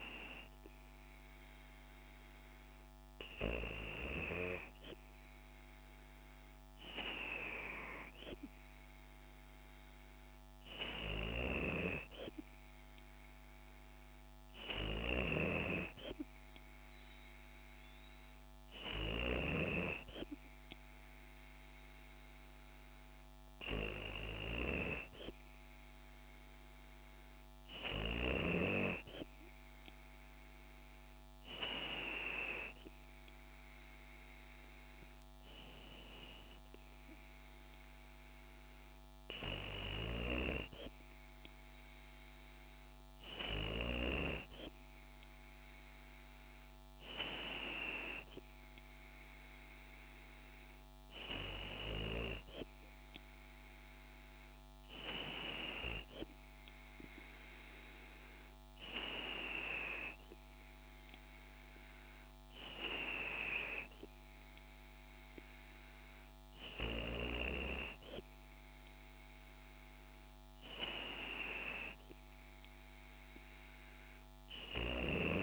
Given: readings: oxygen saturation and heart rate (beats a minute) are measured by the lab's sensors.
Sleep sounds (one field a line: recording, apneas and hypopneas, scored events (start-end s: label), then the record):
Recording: breathing in sleep by a microphone on the trachea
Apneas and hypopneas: none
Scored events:
none scored
From the record:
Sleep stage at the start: N2 (light sleep)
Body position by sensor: on the back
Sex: female